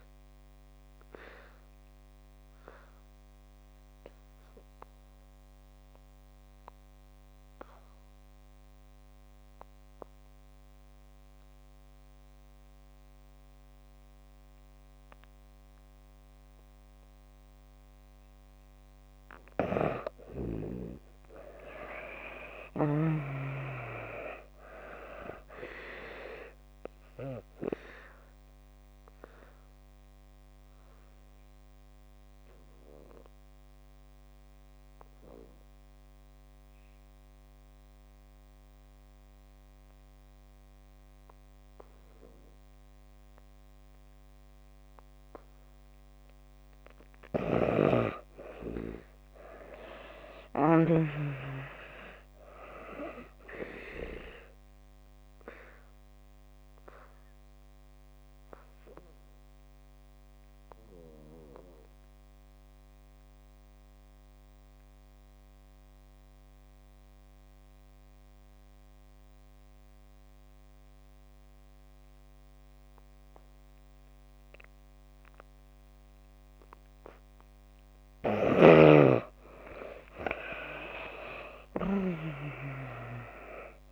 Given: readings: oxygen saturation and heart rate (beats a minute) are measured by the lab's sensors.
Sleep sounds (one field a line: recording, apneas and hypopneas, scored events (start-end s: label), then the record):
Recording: breathing in sleep by a microphone on the trachea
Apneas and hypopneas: 3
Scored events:
0.00-20.00 s: oxygen desaturation (device-marked, oxygen 73% lowest)
0.50-18.50 s: obstructive apnea (oxygen 97% before, 73% lowest)
20.50-24.00 s: arousal
22.00-47.00 s: oxygen desaturation (device-marked, oxygen 97% before, 77% lowest)
28.00-46.50 s: obstructive apnea (oxygen 97% before, 75% lowest)
48.50-51.50 s: arousal
52.00-75.00 s: oxygen desaturation (device-marked, oxygen 96% before, 78% lowest)
54.00-77.00 s: obstructive apnea (oxygen 96% before, 73% lowest)
79.50-83.92 s: arousal
From the record:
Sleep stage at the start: N2 (light sleep)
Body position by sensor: on the back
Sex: female